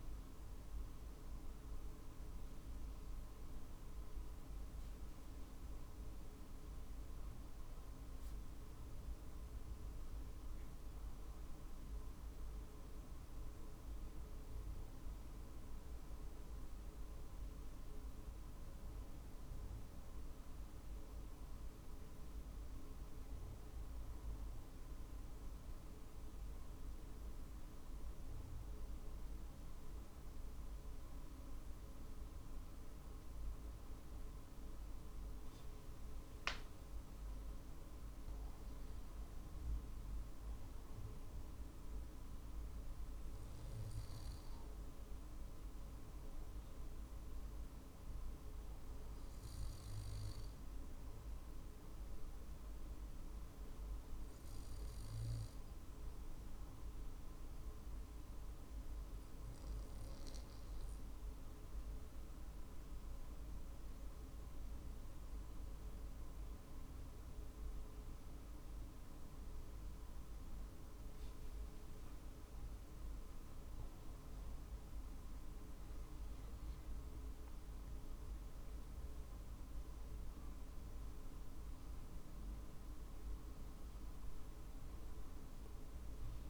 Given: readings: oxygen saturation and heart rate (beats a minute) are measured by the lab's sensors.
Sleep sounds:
breathing in sleep, hard to hear, by a room microphone; 2
24.00-38.00 s: obstructive apnea (oxygen 95% before, 94% lowest, heart rate 49 before, 47 extreme, up 3 after)
40.00-43.50 s: arousal
44.00-58.00 s: drop in pulse transit time (device-marked, heart rate 48 before, 47 extreme)
55.50-72.00 s: obstructive apnea (oxygen 96% before, 93% lowest, heart rate 49 before, 48 extreme, up 4 after)
76.00-80.00 s: arousal
79.00-86.50 s: drop in pulse transit time (device-marked, heart rate 49 before, 50 extreme)
From the record:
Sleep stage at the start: N2 (light sleep); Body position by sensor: on the right side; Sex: male

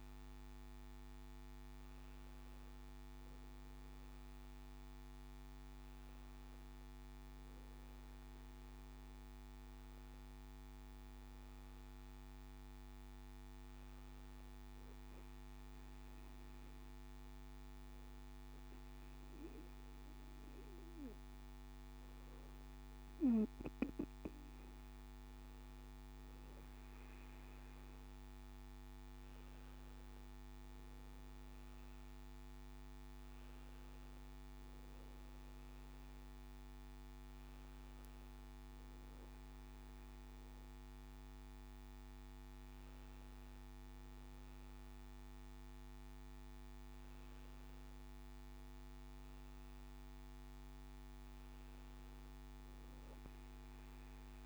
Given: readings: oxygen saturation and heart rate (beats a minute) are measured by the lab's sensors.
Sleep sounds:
breathing in sleep, hard to hear, by a microphone on the trachea; none
none scored
From the record:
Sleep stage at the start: N2 (light sleep); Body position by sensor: on the back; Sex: male

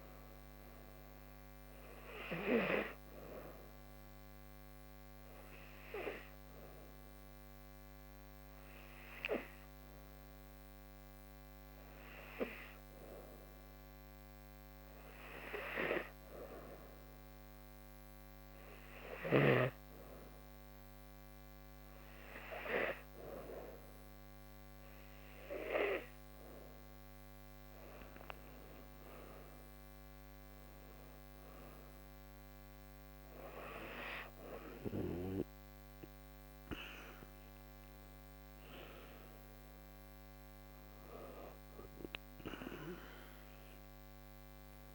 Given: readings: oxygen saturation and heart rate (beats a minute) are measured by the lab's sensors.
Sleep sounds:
breathing in sleep by a microphone on the trachea; 1
0.00-19.00 s: oxygen desaturation (device-marked, oxygen 89% lowest, heart rate 74 extreme)
4.50-25.50 s: hypopnea (oxygen 97% before, 89% lowest, heart rate 77 before, 74 extreme, up 9 after)
27.00-30.50 s: arousal
29.00-40.00 s: oxygen desaturation (device-marked, oxygen 97% before, 91% lowest, heart rate 76 before, 73 extreme)
From the record:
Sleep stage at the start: N2 (light sleep); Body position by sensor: on the back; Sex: female

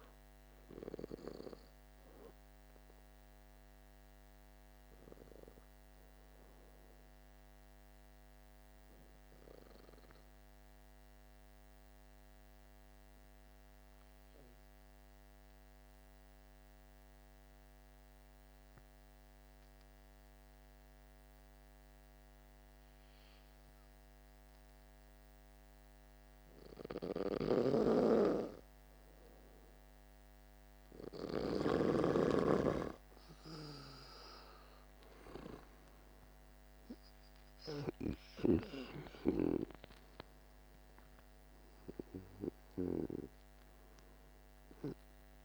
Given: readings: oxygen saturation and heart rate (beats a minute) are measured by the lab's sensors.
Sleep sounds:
breathing in sleep by a microphone on the trachea; 1
0.00-11.50 s: oxygen desaturation (device-marked, oxygen 89% lowest, heart rate 48 extreme)
9.50-26.00 s: hypopnea (oxygen 96% before, 91% lowest, heart rate 52 before, 48 extreme, up 3 after)
27.00-31.50 s: snoring (device-marked)
28.00-31.50 s: arousal
28.50-45.45 s: oxygen desaturation (device-marked, oxygen 99% before, 91% lowest, heart rate 48 before, 47 extreme)
From the record:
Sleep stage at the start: N2 (light sleep); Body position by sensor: on the back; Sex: male

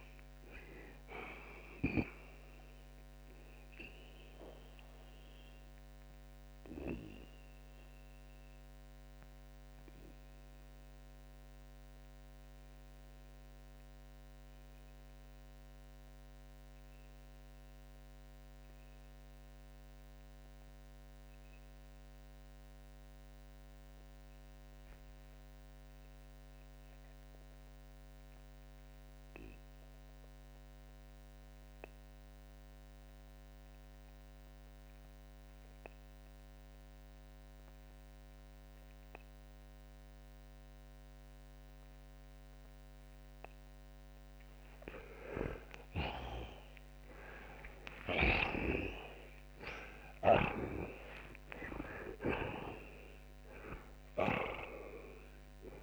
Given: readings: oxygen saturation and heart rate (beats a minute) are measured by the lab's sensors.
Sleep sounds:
breathing in sleep by a microphone on the trachea; 1
3.50-43.50 s: obstructive apnea (oxygen 95% before, 76% lowest)
4.00-14.00 s: oxygen desaturation (device-marked, oxygen 94% before, 88% lowest)
21.00-34.00 s: oxygen desaturation (device-marked, oxygen 89% before, 76% lowest)
44.50-49.50 s: arousal
53.00-55.83 s: oxygen desaturation (device-marked, oxygen 92% before, 89% lowest)
From the record:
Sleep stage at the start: REM sleep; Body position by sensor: on the back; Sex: male

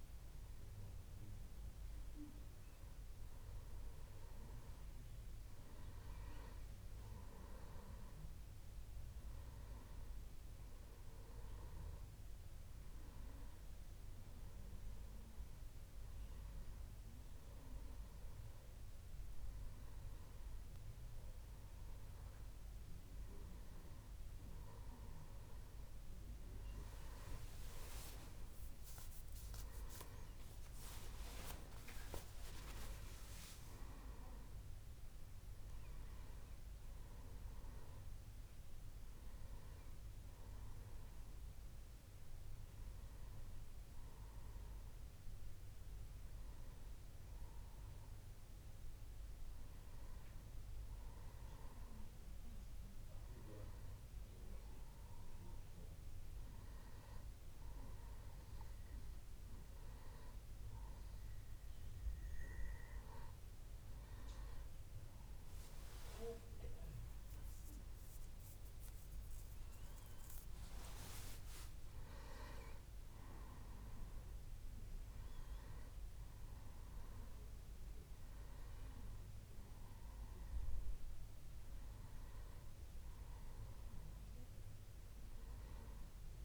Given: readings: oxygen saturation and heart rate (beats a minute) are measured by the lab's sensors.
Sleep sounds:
breathing in sleep by a room microphone; none
71.50-86.45 s: new sleep stage, N2 (light sleep)
From the record:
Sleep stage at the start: N1 (lightest sleep); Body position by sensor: on the back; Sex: male

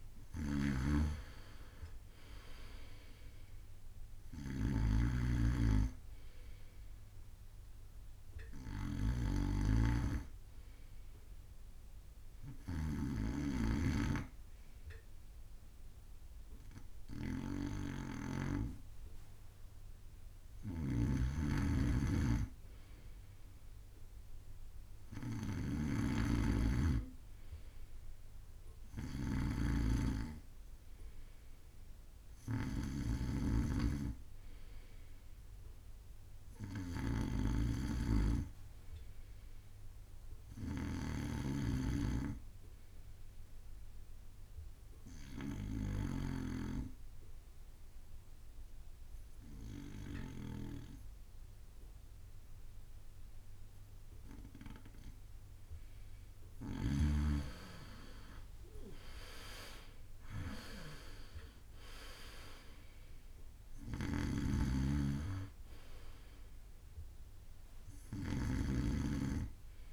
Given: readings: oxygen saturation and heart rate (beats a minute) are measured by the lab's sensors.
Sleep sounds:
breathing in sleep by a room microphone; 2
0.00-2.00 s: arousal
0.00-47.00 s: snoring (device-marked)
12.00-22.50 s: hypopnea (oxygen 97% before, 93% lowest)
25.50-30.00 s: arousal
41.50-55.00 s: obstructive apnea (oxygen 98% before, 93% lowest)
56.50-60.50 s: arousal
57.50-69.93 s: oxygen desaturation (device-marked, oxygen 97% before, 93% lowest)
64.00-69.93 s: snoring (device-marked)
From the record:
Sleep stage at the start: N2 (light sleep); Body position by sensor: on the right side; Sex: male

